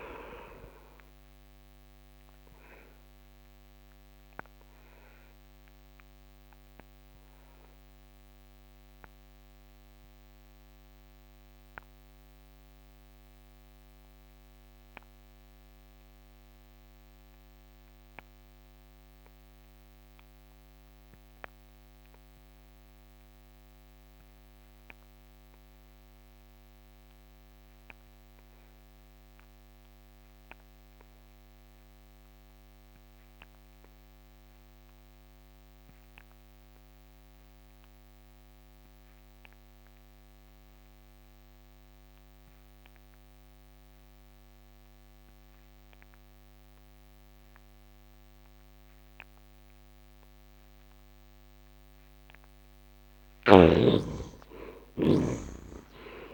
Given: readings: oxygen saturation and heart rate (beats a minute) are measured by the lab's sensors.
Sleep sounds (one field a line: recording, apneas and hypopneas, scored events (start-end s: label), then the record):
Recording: breathing in sleep by a microphone on the trachea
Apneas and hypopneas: 1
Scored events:
2.00-21.00 s: oxygen desaturation (device-marked, oxygen 78% before, 61% lowest, heart rate 74 before, 62 extreme)
2.50-50.50 s: obstructive apnea (oxygen 85% before, 50% lowest, heart rate 74 before, 62 extreme, up 17 after)
34.00-56.34 s: oxygen desaturation (device-marked, oxygen 91% before, 50% lowest, heart rate 64 before, 69 extreme)
52.50-56.34 s: arousal
53.00-56.34 s: snoring (device-marked)
From the record:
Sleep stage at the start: N2 (light sleep)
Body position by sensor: on the back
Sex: male